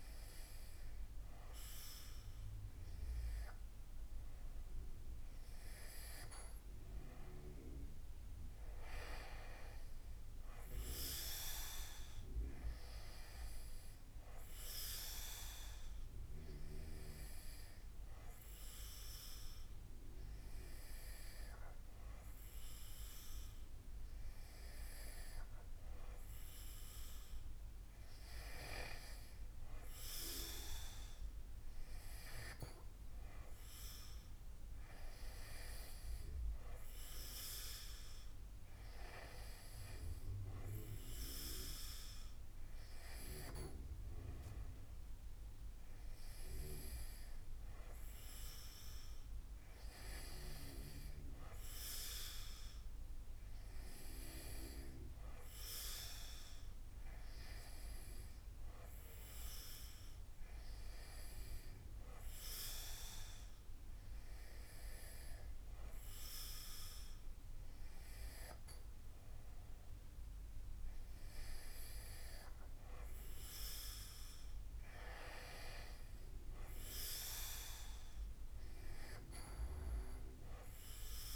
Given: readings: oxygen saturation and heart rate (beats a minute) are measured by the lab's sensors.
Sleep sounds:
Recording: breathing in sleep by a room microphone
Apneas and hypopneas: none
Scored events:
none scored
From the record:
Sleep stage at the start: N2 (light sleep)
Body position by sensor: on the back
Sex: male

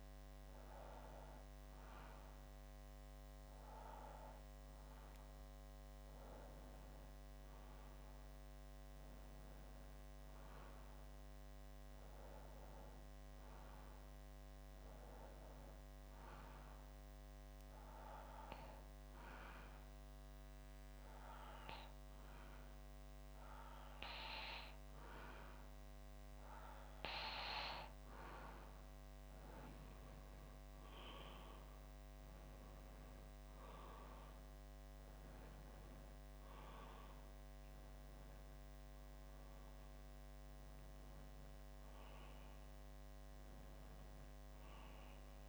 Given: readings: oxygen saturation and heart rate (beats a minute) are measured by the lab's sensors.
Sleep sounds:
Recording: breathing in sleep by a microphone on the trachea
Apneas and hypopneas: 1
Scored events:
13.50-27.00 s: obstructive apnea (oxygen 95% before, 93% lowest, heart rate 64 before, 60 extreme, up 8 after)
37.00-42.00 s: arousal
From the record:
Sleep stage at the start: N2 (light sleep)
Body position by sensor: on the back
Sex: male

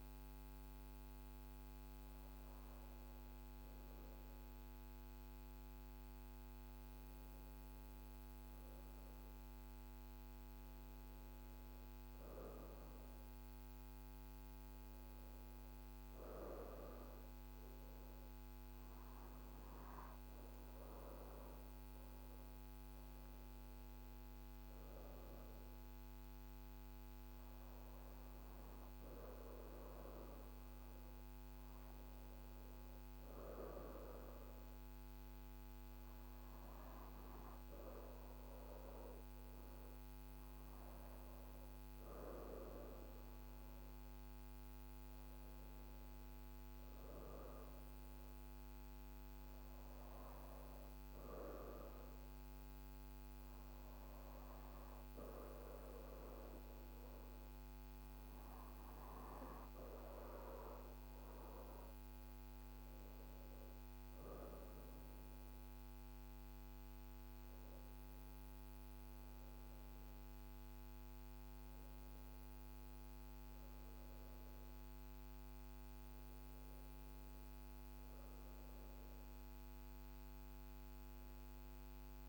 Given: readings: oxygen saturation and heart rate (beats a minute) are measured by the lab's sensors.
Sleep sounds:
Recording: breathing in sleep by a microphone on the trachea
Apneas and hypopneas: none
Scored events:
none scored
From the record:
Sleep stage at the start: N1 (lightest sleep)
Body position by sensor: on the back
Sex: female

